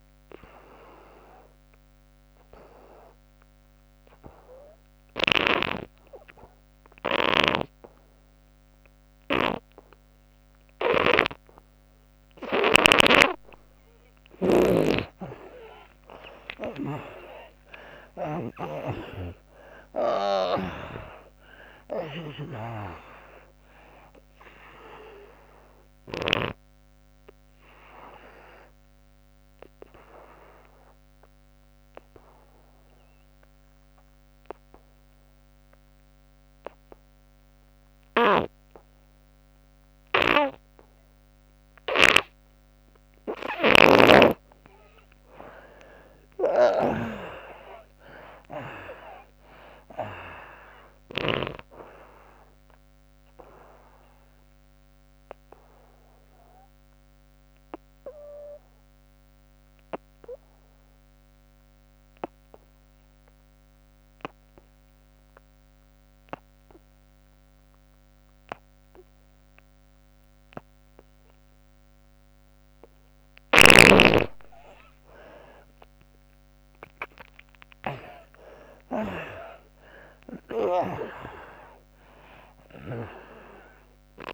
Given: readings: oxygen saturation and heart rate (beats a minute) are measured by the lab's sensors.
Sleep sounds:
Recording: breathing in sleep by a microphone on the trachea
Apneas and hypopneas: 3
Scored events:
0.00-9.00 s: oxygen desaturation (device-marked, oxygen 73% lowest, heart rate 76 extreme)
2.00-13.00 s: obstructive apnea (oxygen 98% before, 74% lowest, heart rate 108 before, 69 extreme)
14.00-22.00 s: snoring (device-marked)
16.50-21.00 s: arousal
21.00-34.00 s: oxygen desaturation (device-marked, oxygen 96% before, 81% lowest, heart rate 112 before, 64 extreme)
26.00-43.00 s: obstructive apnea (oxygen 97% before, 77% lowest, heart rate 120 before, 64 extreme, up 23 after)
41.00-69.00 s: oxygen desaturation (device-marked, oxygen 97% before, 79% lowest, heart rate 99 before, 64 extreme)
43.50-47.00 s: snoring (device-marked)
45.00-49.50 s: arousal
53.50-73.50 s: obstructive apnea (oxygen 97% before, 75% lowest, heart rate 72 before, 64 extreme, up 33 after)
76.50-80.50 s: arousal
From the record:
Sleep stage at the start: N2 (light sleep)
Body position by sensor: on the back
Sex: female

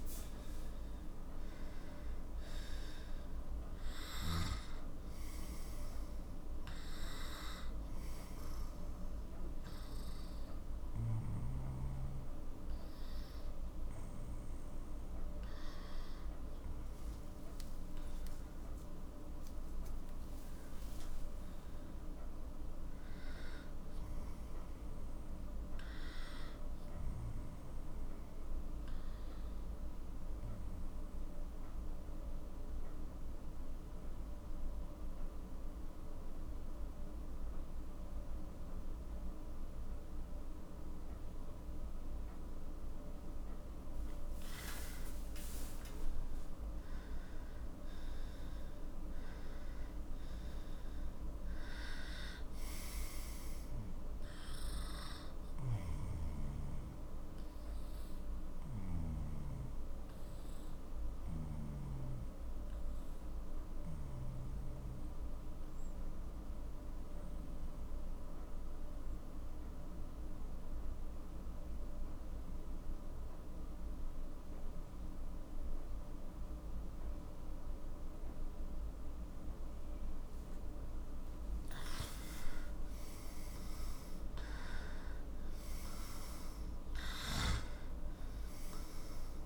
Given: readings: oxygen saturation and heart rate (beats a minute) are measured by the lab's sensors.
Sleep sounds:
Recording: breathing in sleep, hard to hear, by a room microphone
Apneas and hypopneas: 2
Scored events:
4.50-21.50 s: oxygen desaturation (device-marked, oxygen 98% before, 94% lowest, heart rate 50 before, 43 extreme)
20.00-23.00 s: arousal
25.50-44.50 s: obstructive apnea (oxygen 98% before, 92% lowest, heart rate 52 before, 43 extreme, up 17 after)
45.00-48.00 s: arousal
46.50-66.50 s: oxygen desaturation (device-marked, oxygen 96% before, 92% lowest, heart rate 46 before, 44 extreme)
58.00-81.50 s: obstructive apnea (oxygen 97% before, 91% lowest, heart rate 53 before, 44 extreme, up 15 after)
82.50-89.46 s: oxygen desaturation (device-marked, oxygen 97% before, 92% lowest, heart rate 45 before, 45 extreme)
84.00-88.00 s: arousal
From the record:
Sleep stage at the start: N2 (light sleep)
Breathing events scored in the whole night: 309 in 4.6 hours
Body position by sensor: on the left side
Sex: male

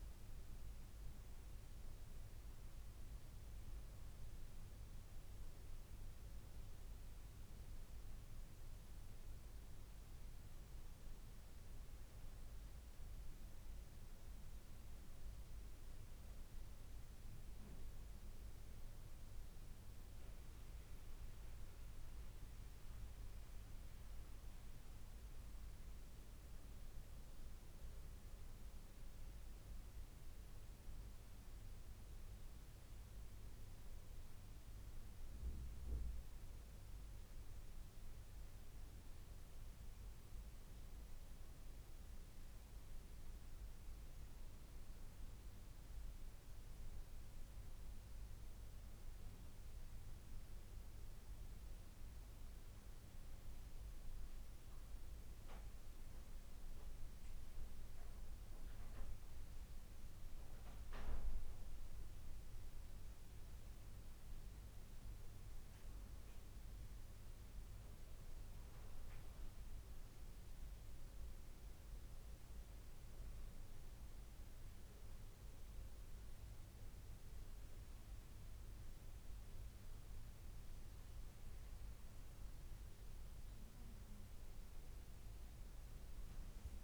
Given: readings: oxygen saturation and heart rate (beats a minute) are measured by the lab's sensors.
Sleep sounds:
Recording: breathing in sleep, hard to hear, by a room microphone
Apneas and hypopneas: none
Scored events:
none scored
From the record:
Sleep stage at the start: N2 (light sleep)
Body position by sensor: on the back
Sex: female

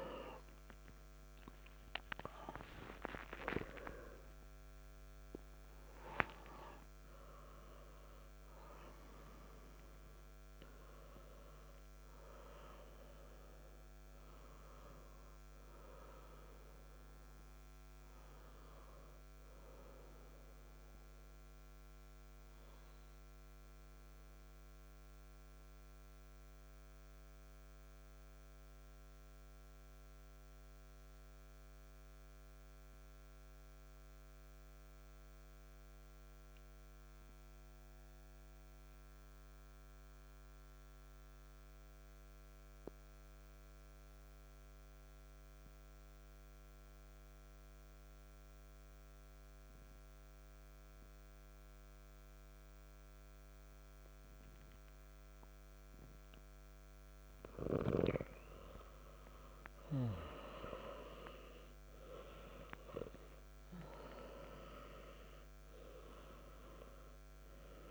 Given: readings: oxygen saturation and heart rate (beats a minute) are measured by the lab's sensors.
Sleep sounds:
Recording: breathing in sleep by a microphone on the trachea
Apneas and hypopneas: 1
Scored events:
22.00-56.00 s: mixed apnea (oxygen 98% before, 91% lowest, heart rate 74 before, 59 extreme, up 5 after)
50.00-67.91 s: oxygen desaturation (device-marked, oxygen 98% before, 91% lowest, heart rate 60 before, 58 extreme)
58.00-62.00 s: arousal
From the record:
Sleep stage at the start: N2 (light sleep)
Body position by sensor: on the back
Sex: male

